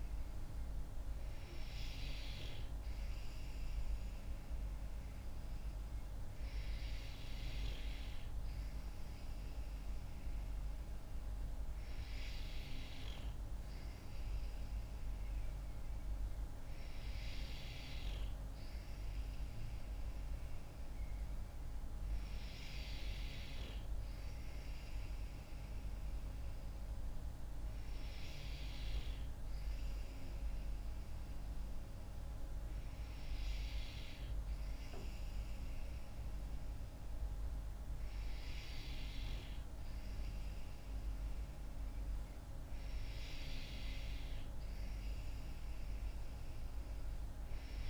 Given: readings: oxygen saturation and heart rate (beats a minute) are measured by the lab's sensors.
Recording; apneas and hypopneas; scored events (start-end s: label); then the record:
breathing in sleep, hard to hear, by a room microphone; none
none scored
From the record:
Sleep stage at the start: N2 (light sleep); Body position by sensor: on the back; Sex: female